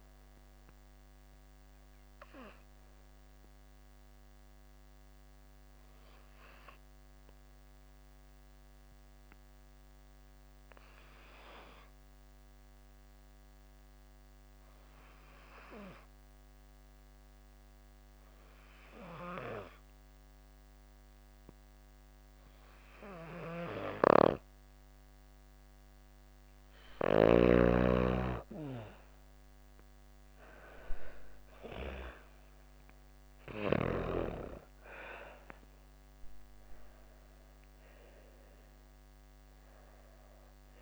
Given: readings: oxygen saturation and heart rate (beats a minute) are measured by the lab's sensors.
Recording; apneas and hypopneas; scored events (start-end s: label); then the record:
breathing in sleep by a microphone on the trachea; 1
0.00-23.00 s: oxygen desaturation (device-marked, oxygen 87% lowest)
8.00-26.00 s: obstructive apnea (oxygen 97% before, 87% lowest)
28.00-33.00 s: arousal
28.00-40.82 s: oxygen desaturation (device-marked, oxygen 97% before, 88% lowest)
From the record:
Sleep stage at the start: N2 (light sleep); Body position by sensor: on the back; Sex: female